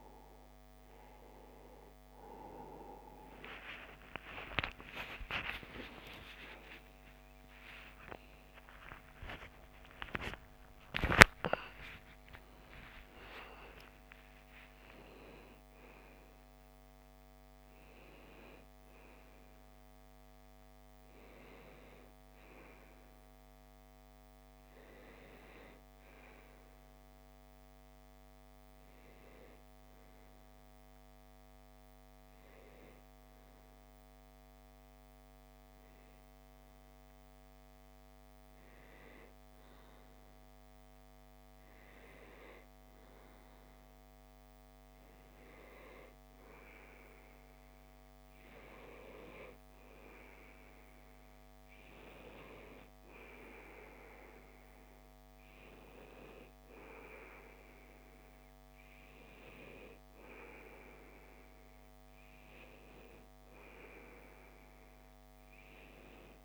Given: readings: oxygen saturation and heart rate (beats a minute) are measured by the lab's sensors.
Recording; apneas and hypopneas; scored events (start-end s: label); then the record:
breathing in sleep by a microphone on the trachea; 1
3.50-10.50 s: arousal
6.00-66.00 s: new sleep stage, N1 (lightest sleep)
30.00-40.50 s: hypopnea (oxygen 94% before, 94% lowest)
43.00-46.50 s: arousal
66.00-66.45 s: new sleep stage, N2 (light sleep)
From the record:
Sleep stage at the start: N2 (light sleep); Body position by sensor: on the back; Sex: male